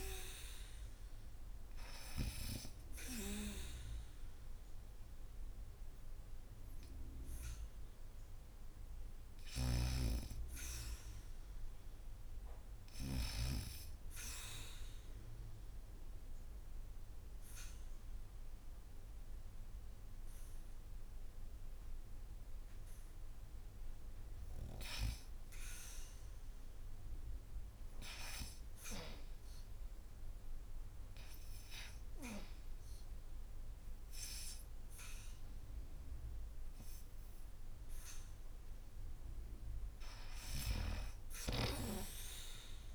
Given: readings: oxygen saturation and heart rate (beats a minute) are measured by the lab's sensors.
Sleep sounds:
breathing in sleep by a room microphone; 1
13.00-24.00 s: obstructive apnea (oxygen 96% before, 86% lowest, heart rate 79 before, 73 extreme, up 0 after)
24.00-32.00 s: oxygen desaturation (device-marked, oxygen 97% before, 94% lowest, heart rate 78 before, 73 extreme)
27.00-30.50 s: arousal
34.00-42.95 s: oxygen desaturation (device-marked, oxygen 96% before, 86% lowest, heart rate 76 before, 76 extreme)
From the record:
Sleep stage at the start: N2 (light sleep); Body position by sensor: on the back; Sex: female

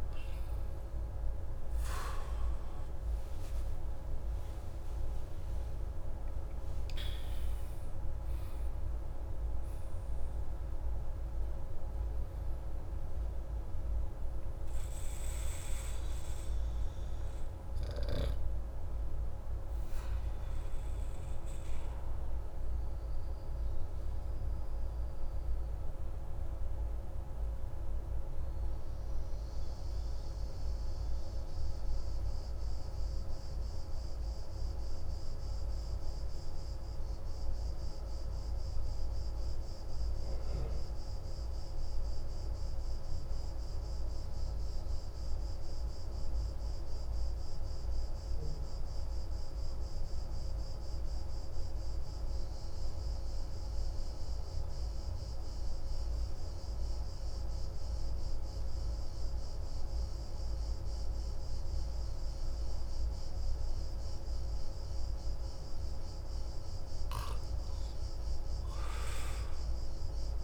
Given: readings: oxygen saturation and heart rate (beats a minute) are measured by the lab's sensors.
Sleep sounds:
breathing in sleep, hard to hear, by a room microphone; 1
0.00-4.00 s: arousal
0.00-33.50 s: oxygen desaturation (device-marked, oxygen 90% lowest)
21.00-65.50 s: obstructive apnea (oxygen 96% before, 90% lowest)
66.50-70.44 s: oxygen desaturation (device-marked, oxygen 98% before, 94% lowest)
67.50-70.44 s: arousal
From the record:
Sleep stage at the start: N2 (light sleep); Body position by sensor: on the back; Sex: male

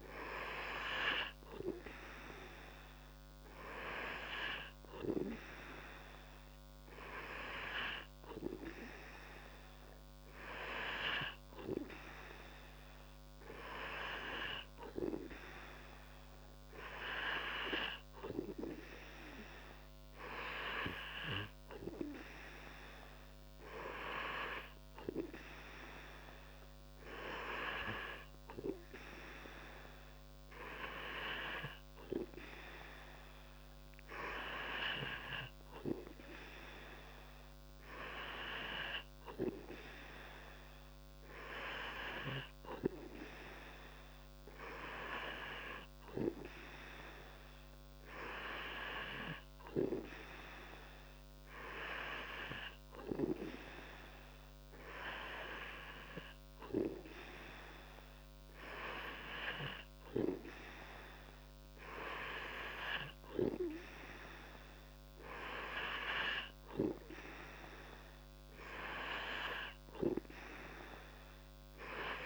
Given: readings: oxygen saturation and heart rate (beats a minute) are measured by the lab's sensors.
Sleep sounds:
breathing in sleep by a microphone on the trachea; none
none scored
From the record:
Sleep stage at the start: N2 (light sleep); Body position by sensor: on the back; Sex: male

